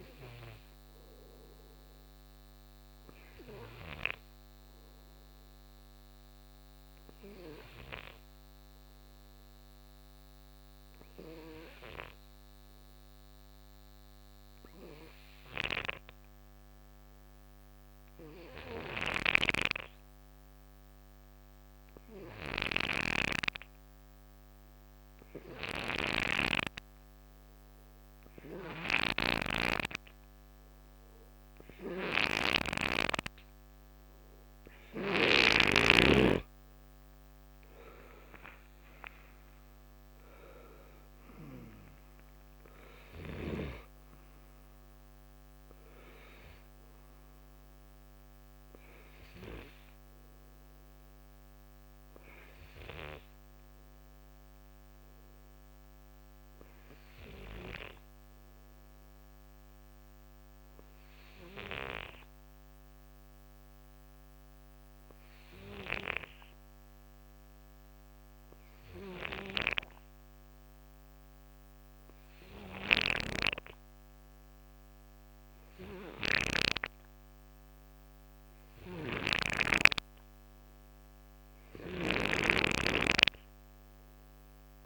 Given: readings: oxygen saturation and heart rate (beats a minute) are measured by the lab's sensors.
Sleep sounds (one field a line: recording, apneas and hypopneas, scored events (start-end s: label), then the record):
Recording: breathing in sleep by a microphone on the trachea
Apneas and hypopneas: 1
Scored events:
8.00-31.50 s: hypopnea (oxygen 92% before, 88% lowest, heart rate 63 before, 57 extreme, up 6 after)
33.00-37.50 s: arousal
46.50-62.50 s: oxygen desaturation (device-marked, oxygen 94% before, 88% lowest, heart rate 65 before, 57 extreme)
69.00-76.50 s: snoring (device-marked)
78.50-84.86 s: snoring (device-marked)
From the record:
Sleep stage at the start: N2 (light sleep)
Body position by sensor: on the right side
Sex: male